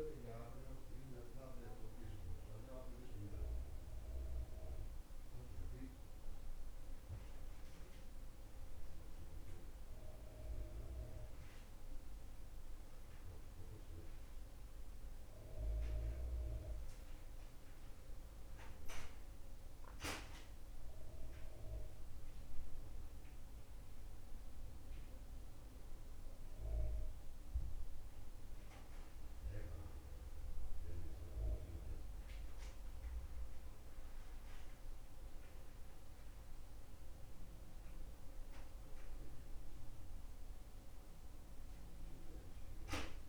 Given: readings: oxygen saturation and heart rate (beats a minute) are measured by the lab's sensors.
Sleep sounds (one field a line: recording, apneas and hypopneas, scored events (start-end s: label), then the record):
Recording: breathing in sleep by a room microphone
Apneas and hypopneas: none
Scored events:
none scored
From the record:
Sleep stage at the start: N2 (light sleep)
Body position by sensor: on the back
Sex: male